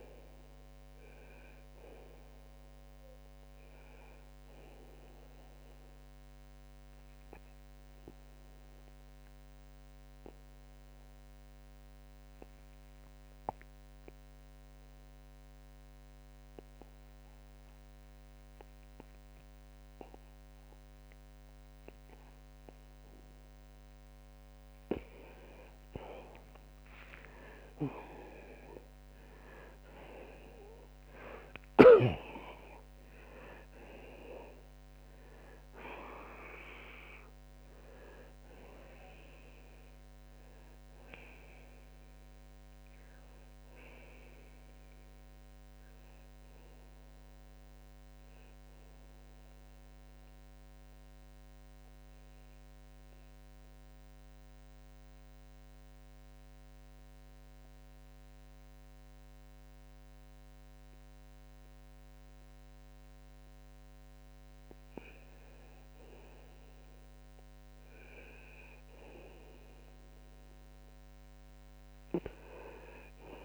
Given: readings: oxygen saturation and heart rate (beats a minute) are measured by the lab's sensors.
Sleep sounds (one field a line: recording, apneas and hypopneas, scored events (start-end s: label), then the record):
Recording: breathing in sleep by a microphone on the trachea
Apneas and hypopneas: 2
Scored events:
5.50-23.50 s: mixed apnea (oxygen 92% before, 82% lowest, heart rate 72 before, 47 extreme, up 55 after)
11.50-37.50 s: oxygen desaturation (device-marked, oxygen 92% before, 85% lowest, heart rate 71 before, 66 extreme)
24.50-54.50 s: new sleep stage, N1 (lightest sleep)
27.00-32.50 s: arousal
27.50-32.00 s: snoring (device-marked)
49.50-64.50 s: central apnea (oxygen 90% before, 82% lowest, heart rate 98 before, 70 extreme, up 13 after)
54.50-73.45 s: new sleep stage, N2 (light sleep)
58.50-73.45 s: oxygen desaturation (device-marked, oxygen 91% before, 82% lowest, heart rate 82 before, 70 extreme)
67.00-72.00 s: arousal
From the record:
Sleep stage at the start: N2 (light sleep)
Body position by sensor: on the left side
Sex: male